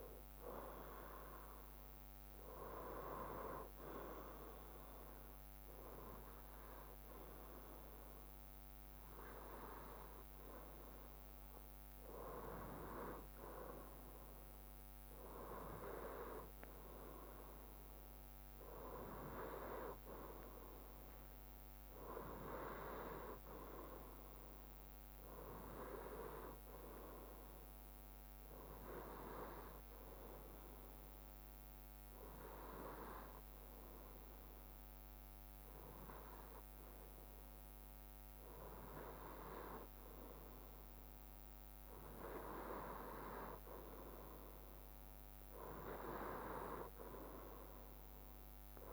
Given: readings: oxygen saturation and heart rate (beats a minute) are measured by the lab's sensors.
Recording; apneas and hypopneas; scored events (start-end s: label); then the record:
breathing in sleep by a microphone on the trachea; none
none scored
From the record:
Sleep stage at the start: N2 (light sleep); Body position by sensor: on the right side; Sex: male